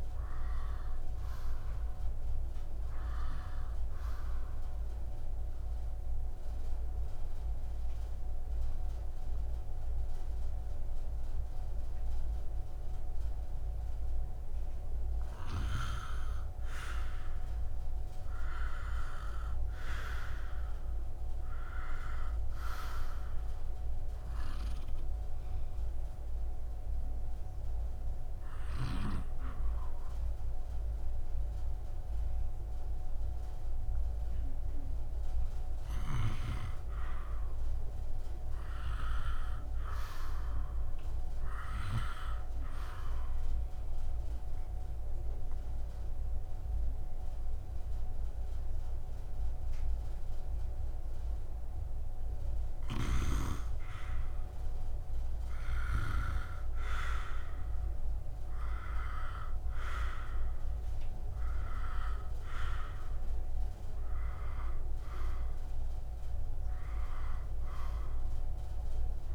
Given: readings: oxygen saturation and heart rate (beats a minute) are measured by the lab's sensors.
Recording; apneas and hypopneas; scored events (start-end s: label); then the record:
breathing in sleep by a room microphone; 3
0.00-2.50 s: arousal
5.50-16.50 s: obstructive apnea (oxygen 98% before, 91% lowest, heart rate 66 before, 62 extreme, up 0 after)
24.50-37.50 s: oxygen desaturation (device-marked, oxygen 97% before, 91% lowest, heart rate 65 before, 65 extreme)
25.00-36.00 s: obstructive apnea (oxygen 97% before, 91% lowest, heart rate 65 before, 65 extreme, up 3 after)
38.00-41.00 s: arousal
43.50-54.50 s: obstructive apnea (oxygen 97% before, 93% lowest, heart rate 66 before, 65 extreme, up 2 after)
58.00-62.50 s: arousal
67.50-69.35 s: oxygen desaturation (device-marked, oxygen 97% before, 93% lowest, heart rate 66 before, 63 extreme)
From the record:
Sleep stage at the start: N2 (light sleep); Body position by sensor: on the right side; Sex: male